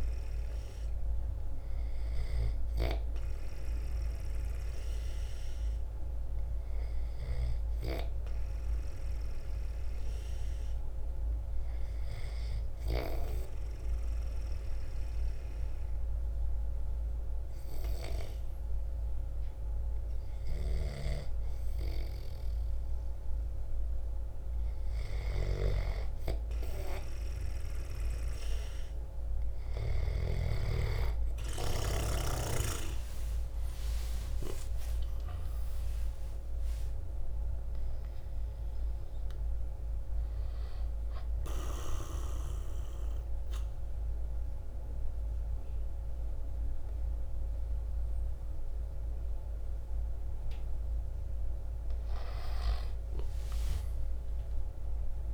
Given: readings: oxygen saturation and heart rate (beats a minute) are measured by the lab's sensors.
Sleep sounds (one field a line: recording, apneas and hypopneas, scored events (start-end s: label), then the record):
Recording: breathing in sleep by a room microphone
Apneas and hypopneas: 2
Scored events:
11.00-22.50 s: hypopnea (oxygen 93% before, 90% lowest, heart rate 55 before, 55 extreme, up 2 after)
20.00-29.50 s: snoring (device-marked)
32.00-37.00 s: arousal
32.00-45.00 s: drop in pulse transit time (device-marked, heart rate 56 before, 58 extreme)
40.50-50.50 s: obstructive apnea (oxygen 93% before, 88% lowest, heart rate 60 before, 54 extreme, up 7 after)
53.00-55.34 s: arousal
From the record:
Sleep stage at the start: N2 (light sleep)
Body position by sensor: on the back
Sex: male